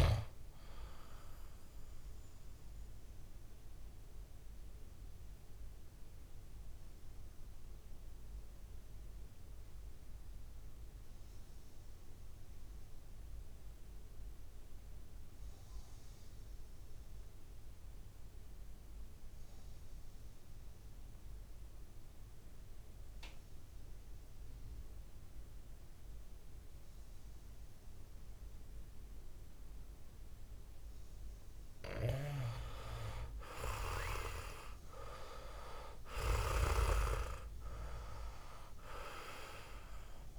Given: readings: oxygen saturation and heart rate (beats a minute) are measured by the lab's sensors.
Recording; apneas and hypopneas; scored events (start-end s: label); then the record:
breathing in sleep by a room microphone; 1
0.00-20.00 s: oxygen desaturation (device-marked, oxygen 86% lowest, heart rate 52 extreme)
1.00-31.00 s: obstructive apnea (oxygen 99% before, 86% lowest, heart rate 60 before, 52 extreme, up 8 after)
34.00-37.50 s: arousal
34.00-40.39 s: oxygen desaturation (device-marked, oxygen 99% before, 90% lowest, heart rate 60 before, 59 extreme)
From the record:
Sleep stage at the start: REM sleep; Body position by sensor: on the back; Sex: male